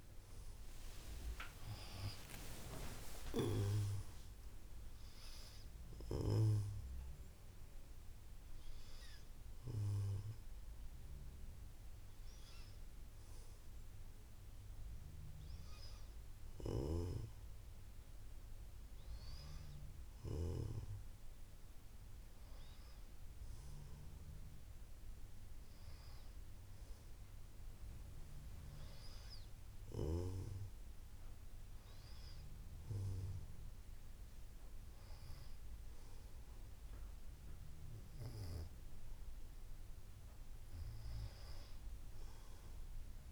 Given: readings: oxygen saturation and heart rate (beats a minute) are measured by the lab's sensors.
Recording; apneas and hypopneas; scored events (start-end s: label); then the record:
a person partly awake in a sleep study, by a room microphone; none
1.00-31.00 s: new sleep stage, N1 (lightest sleep)
17.50-21.50 s: snoring (device-marked)
31.00-43.32 s: new sleep stage, N2 (light sleep)
From the record:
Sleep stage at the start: awake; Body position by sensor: on the back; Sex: female